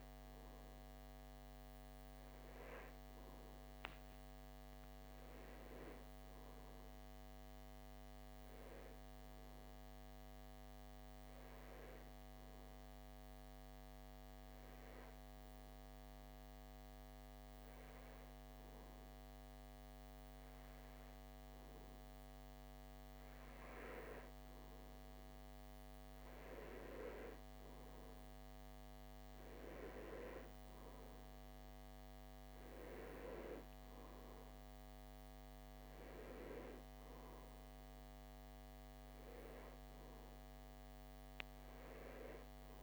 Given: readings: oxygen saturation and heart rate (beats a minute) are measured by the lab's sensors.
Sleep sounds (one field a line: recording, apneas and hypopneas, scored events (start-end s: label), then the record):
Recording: breathing in sleep by a microphone on the trachea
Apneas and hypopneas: none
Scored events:
6.50-42.83 s: new sleep stage, N2 (light sleep)
From the record:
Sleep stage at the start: REM sleep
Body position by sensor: on the back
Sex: male